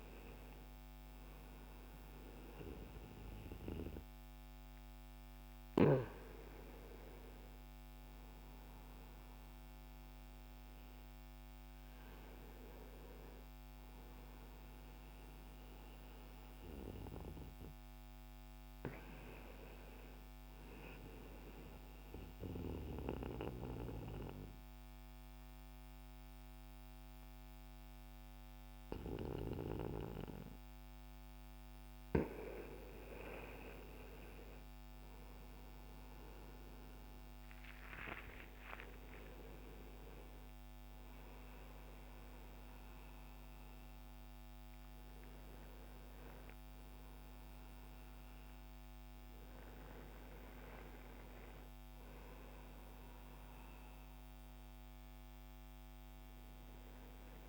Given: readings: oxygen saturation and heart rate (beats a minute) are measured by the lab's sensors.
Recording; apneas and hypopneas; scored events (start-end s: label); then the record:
breathing in sleep by a microphone on the trachea; 1
0.00-18.50 s: oxygen desaturation (device-marked, oxygen 91% lowest, heart rate 60 extreme)
21.00-32.00 s: obstructive apnea (oxygen 96% before, 90% lowest, heart rate 61 before, 61 extreme, up 2 after)
28.50-57.49 s: new sleep stage, N1 (lightest sleep)
33.50-38.50 s: arousal
40.50-57.49 s: oxygen desaturation (device-marked, oxygen 95% before, 90% lowest, heart rate 62 before, 62 extreme)
From the record:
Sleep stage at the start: N2 (light sleep); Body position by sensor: on the right side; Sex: male